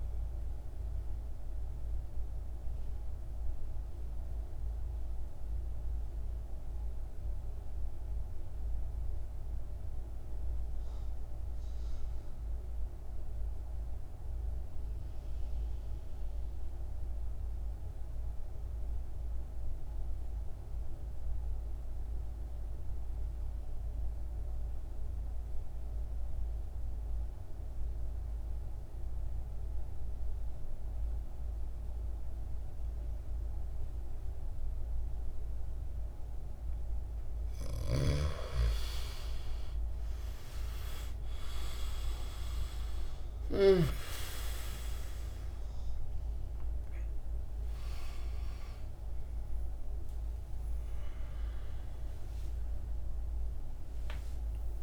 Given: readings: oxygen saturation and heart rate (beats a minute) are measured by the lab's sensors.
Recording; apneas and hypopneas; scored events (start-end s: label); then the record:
a person partly awake in a sleep study, by a room microphone; 1
0.00-13.00 s: oxygen desaturation (device-marked, oxygen 81% lowest, heart rate 52 extreme)
1.50-36.00 s: mixed apnea (oxygen 98% before, 76% lowest, heart rate 63 before, 52 extreme, up 19 after)
23.00-54.83 s: oxygen desaturation (device-marked, oxygen 100% before, 76% lowest, heart rate 55 before, 52 extreme)
32.00-54.83 s: new sleep stage, awake
From the record:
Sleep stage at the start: N2 (light sleep); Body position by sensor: on the back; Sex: male